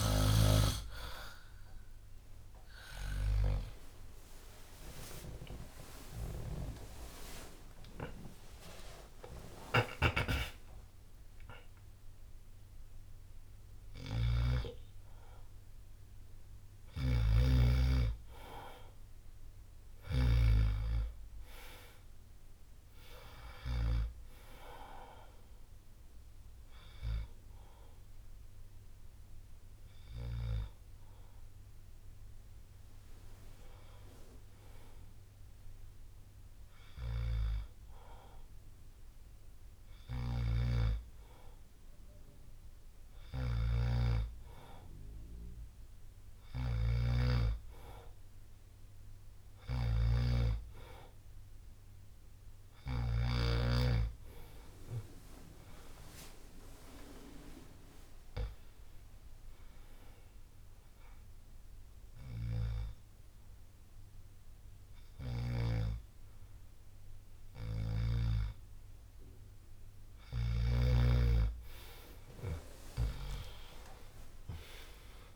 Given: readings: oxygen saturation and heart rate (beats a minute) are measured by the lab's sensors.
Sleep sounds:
breathing in sleep by a room microphone; 1
0.00-1.50 s: long interval between heartbeats (device-marked, heart rate 63 extreme)
3.50-9.00 s: arousal
6.00-20.00 s: drop in pulse transit time (device-marked, heart rate 68 before, 64 extreme)
9.00-14.50 s: snoring (device-marked)
27.00-31.00 s: bradycardia (device-marked, heart rate 68 before, 59 extreme)
33.00-51.00 s: oxygen desaturation (device-marked, oxygen 96% before, 93% lowest, heart rate 65 before, 57 extreme)
35.00-44.00 s: drop in pulse transit time (device-marked, heart rate 63 before, 57 extreme)
38.00-52.00 s: bradycardia (device-marked, heart rate 67 before, 57 extreme)
40.00-53.00 s: snoring (device-marked)
54.00-57.50 s: arousal
56.00-65.00 s: drop in pulse transit time (device-marked, heart rate 59 before, 64 extreme)
60.50-70.50 s: hypopnea (oxygen 97% before, 90% lowest, heart rate 60 before, 53 extreme, up 10 after)
72.00-75.35 s: arousal
From the record:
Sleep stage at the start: N2 (light sleep); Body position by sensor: on the back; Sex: male

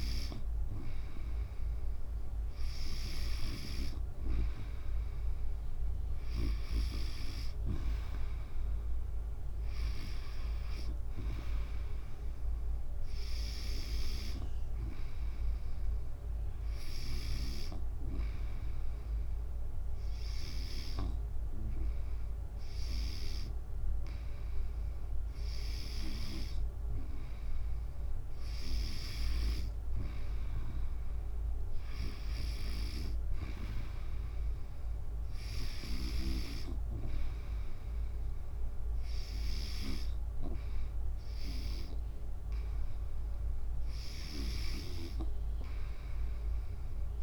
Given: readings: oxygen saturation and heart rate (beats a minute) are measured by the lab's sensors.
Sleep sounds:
breathing in sleep by a room microphone; 1
14.00-21.00 s: snoring (device-marked)
17.00-27.50 s: hypopnea (oxygen 94% before, 92% lowest, heart rate 73 before, 72 extreme, up 2 after)
23.00-26.50 s: snoring (device-marked)
29.50-33.00 s: arousal
35.50-40.00 s: snoring (device-marked)
From the record:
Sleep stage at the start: N3 (deep sleep); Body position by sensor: on the back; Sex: female

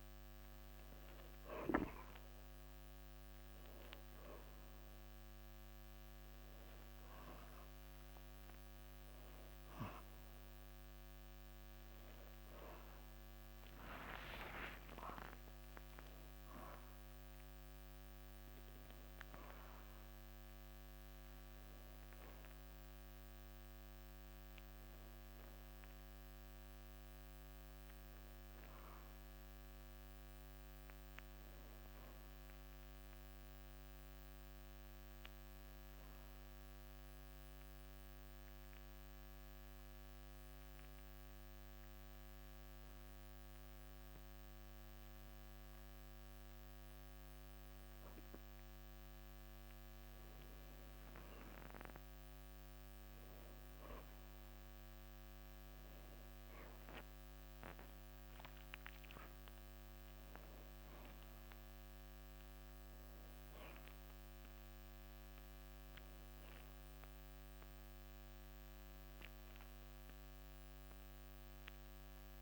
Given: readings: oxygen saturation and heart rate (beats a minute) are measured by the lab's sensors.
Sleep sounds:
breathing in sleep by a microphone on the trachea; 1
14.00-19.00 s: arousal
36.50-48.50 s: obstructive apnea (oxygen 98% before, 93% lowest)
52.00-56.50 s: arousal
54.50-72.42 s: oxygen desaturation (device-marked, oxygen 97% before, 93% lowest)
From the record:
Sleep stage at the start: N2 (light sleep); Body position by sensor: on the back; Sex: male

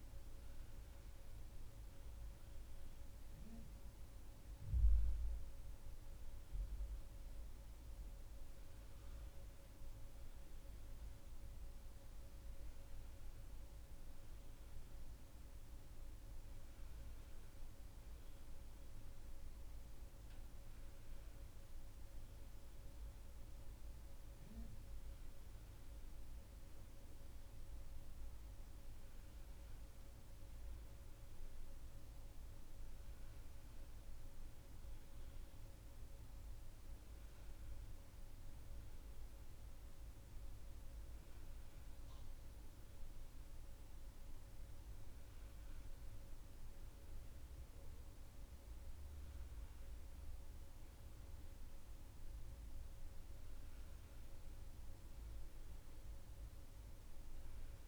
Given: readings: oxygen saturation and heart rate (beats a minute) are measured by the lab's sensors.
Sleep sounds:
breathing in sleep, hard to hear, by a room microphone; none
none scored
From the record:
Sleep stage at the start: N1 (lightest sleep); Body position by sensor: on the back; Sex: female

